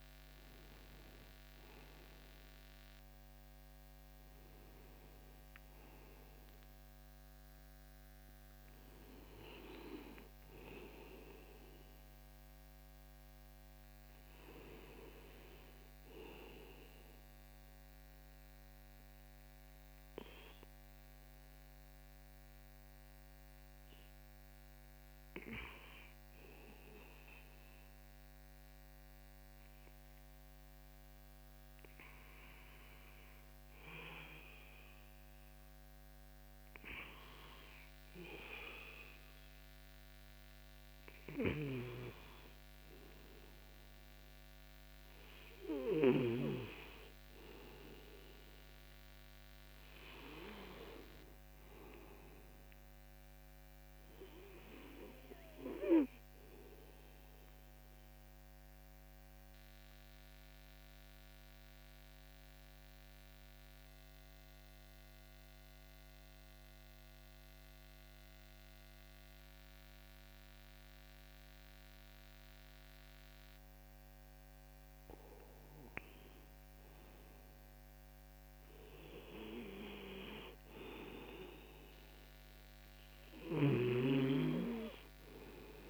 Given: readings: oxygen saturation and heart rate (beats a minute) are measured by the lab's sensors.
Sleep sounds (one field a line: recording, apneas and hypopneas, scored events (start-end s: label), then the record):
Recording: breathing in sleep by a microphone on the trachea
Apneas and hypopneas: 2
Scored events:
5.50-85.90 s: new sleep stage, REM sleep
11.50-20.50 s: oxygen desaturation (device-marked, oxygen 98% before, 94% lowest, heart rate 59 before, 69 extreme)
17.50-41.50 s: hypopnea (oxygen 98% before, 94% lowest)
44.00-48.50 s: arousal
57.00-73.50 s: mixed apnea (oxygen 100% before, 94% lowest)
75.50-81.00 s: arousal
From the record:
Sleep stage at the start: N2 (light sleep)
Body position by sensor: on the back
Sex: male